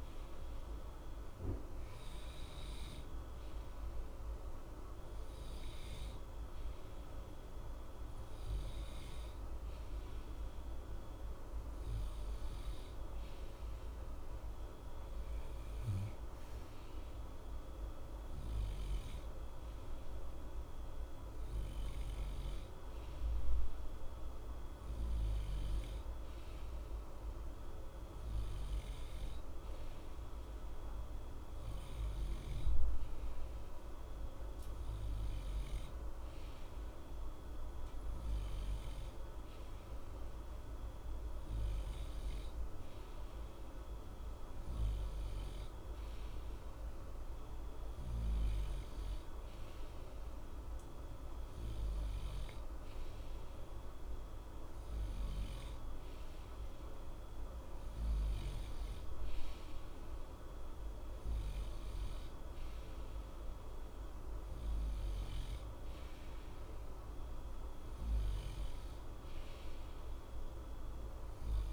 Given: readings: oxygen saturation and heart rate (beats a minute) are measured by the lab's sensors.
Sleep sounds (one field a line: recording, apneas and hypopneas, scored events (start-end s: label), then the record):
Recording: breathing in sleep, hard to hear, by a room microphone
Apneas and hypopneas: none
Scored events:
none scored
From the record:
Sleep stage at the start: N2 (light sleep)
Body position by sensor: on the right side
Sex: male